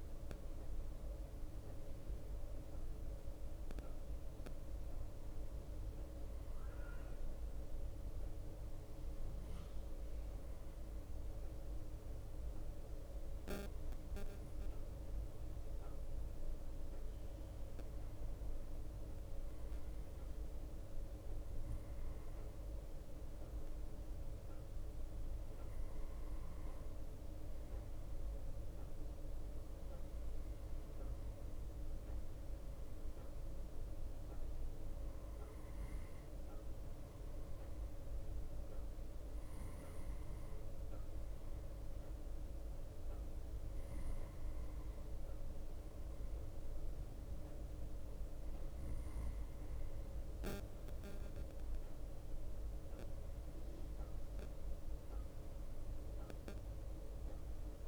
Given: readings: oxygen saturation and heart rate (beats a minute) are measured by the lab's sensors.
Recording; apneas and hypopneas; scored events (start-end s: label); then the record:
breathing in sleep, hard to hear, by a room microphone; none
0.00-1.50 s: bradycardia (device-marked, heart rate 60 extreme)
3.50-5.50 s: bradycardia (device-marked, heart rate 61 before, 59 extreme)
7.50-10.50 s: bradycardia (device-marked, heart rate 61 before, 59 extreme)
11.50-14.50 s: bradycardia (device-marked, heart rate 61 before, 59 extreme)
16.50-57.88 s: new sleep stage, N2 (light sleep)
17.50-19.50 s: bradycardia (device-marked, heart rate 61 before, 60 extreme)
21.50-46.50 s: bradycardia (device-marked, heart rate 61 before, 57 extreme)
47.50-50.50 s: bradycardia (device-marked, heart rate 61 before, 58 extreme)
52.50-54.50 s: bradycardia (device-marked, heart rate 61 before, 59 extreme)
56.50-57.88 s: bradycardia (device-marked, heart rate 61 before, 59 extreme)
From the record:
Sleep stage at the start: N1 (lightest sleep); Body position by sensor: on the right side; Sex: male